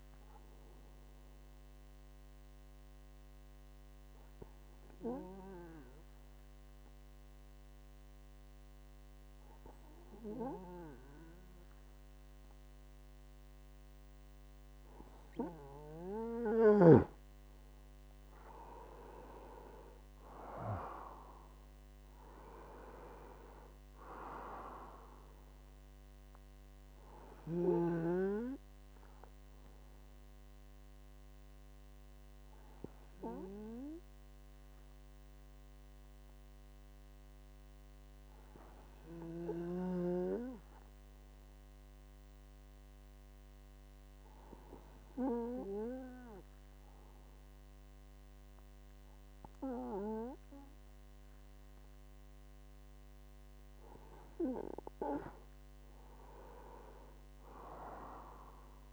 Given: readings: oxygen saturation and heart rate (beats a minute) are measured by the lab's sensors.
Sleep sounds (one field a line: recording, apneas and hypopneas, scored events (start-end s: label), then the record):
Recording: breathing in sleep by a microphone on the trachea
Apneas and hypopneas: 2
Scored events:
0.50-15.00 s: hypopnea (oxygen 99% before, 94% lowest, heart rate 60 before, 56 extreme, up 9 after)
18.00-22.50 s: arousal
20.00-44.00 s: oxygen desaturation (device-marked, oxygen 97% before, 94% lowest, heart rate 64 before, 59 extreme)
28.50-51.50 s: hypopnea (oxygen 98% before, 94% lowest, heart rate 70 before, 59 extreme, up 29 after)
54.00-58.50 s: arousal
From the record:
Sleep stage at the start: N2 (light sleep)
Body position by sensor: on the right side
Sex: male